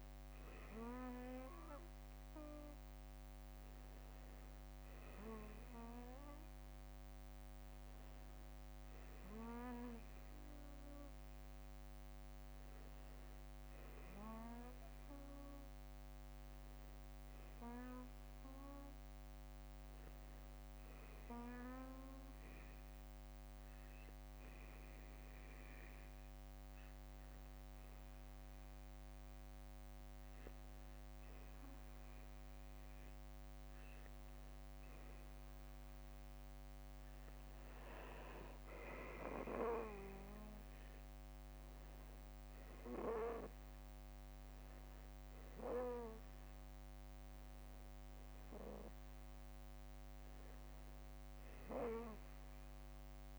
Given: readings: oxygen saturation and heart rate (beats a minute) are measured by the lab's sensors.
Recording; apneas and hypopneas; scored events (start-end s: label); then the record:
breathing in sleep by a microphone on the trachea; none
14.00-16.00 s: long interval between heartbeats (device-marked, heart rate 60 before, 56 extreme)
39.00-53.39 s: new sleep stage, N1 (lightest sleep)
41.00-53.00 s: oxygen desaturation (device-marked, oxygen 94% before, 91% lowest, heart rate 58 before, 41 extreme)
From the record:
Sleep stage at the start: N2 (light sleep); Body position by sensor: on the back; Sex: male